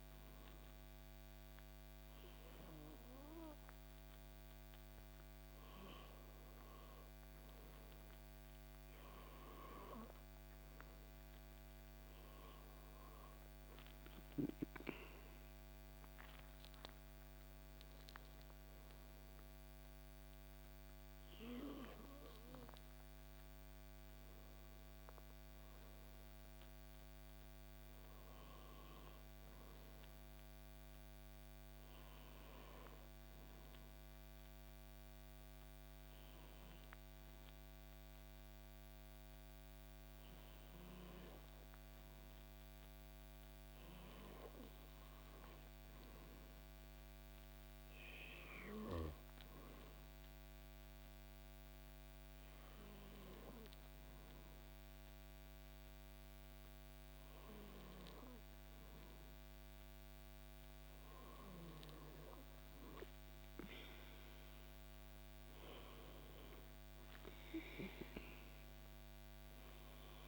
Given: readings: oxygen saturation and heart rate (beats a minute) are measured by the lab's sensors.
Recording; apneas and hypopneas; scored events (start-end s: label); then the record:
breathing in sleep by a microphone on the trachea; none
4.50-21.50 s: oxygen desaturation (device-marked, oxygen 95% before, 92% lowest, heart rate 65 before, 64 extreme)
From the record:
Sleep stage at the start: N2 (light sleep); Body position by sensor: on the back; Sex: male